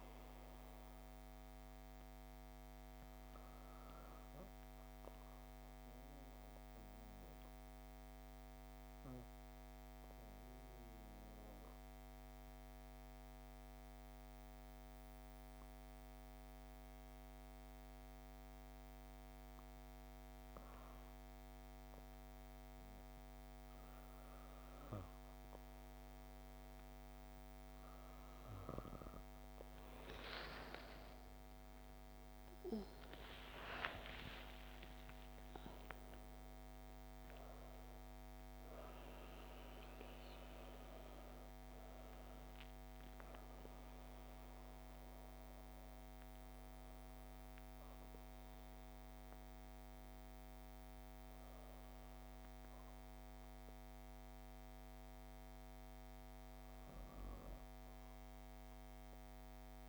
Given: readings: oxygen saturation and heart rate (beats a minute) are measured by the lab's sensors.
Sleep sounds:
breathing in sleep, hard to hear, by a microphone on the trachea; 1
4.00-20.00 s: obstructive apnea (oxygen 98% before, 94% lowest, heart rate 61 before, 54 extreme, up 8 after)
8.00-59.89 s: new sleep stage, REM sleep
30.00-35.50 s: arousal
From the record:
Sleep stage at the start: N2 (light sleep); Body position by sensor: on the back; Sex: female

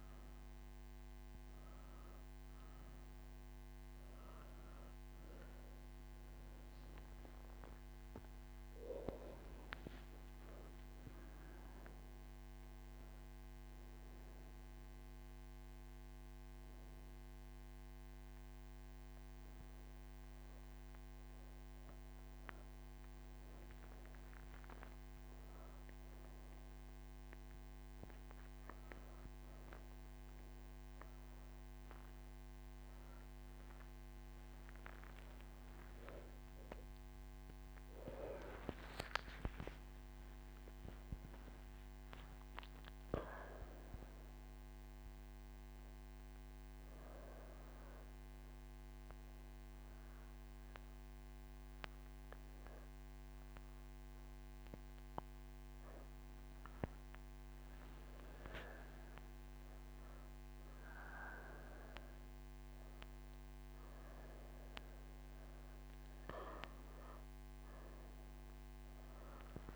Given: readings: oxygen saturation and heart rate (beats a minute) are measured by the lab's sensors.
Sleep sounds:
breathing in sleep by a microphone on the trachea; none
none scored
From the record:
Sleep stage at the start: N3 (deep sleep); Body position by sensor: on the right side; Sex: female

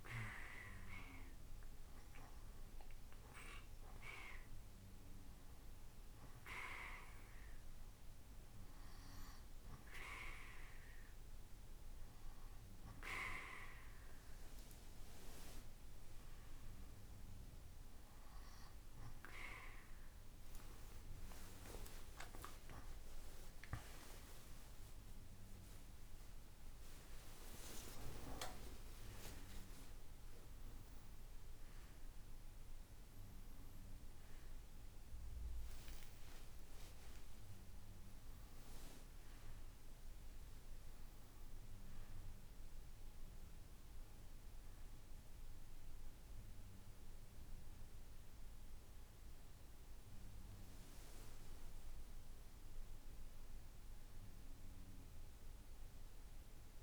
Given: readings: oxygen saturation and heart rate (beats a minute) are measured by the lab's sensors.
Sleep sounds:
a person awake in a sleep study, by a room microphone; none
20.00-56.83 s: new sleep stage, awake
From the record:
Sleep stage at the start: N2 (light sleep); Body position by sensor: on the right side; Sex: male

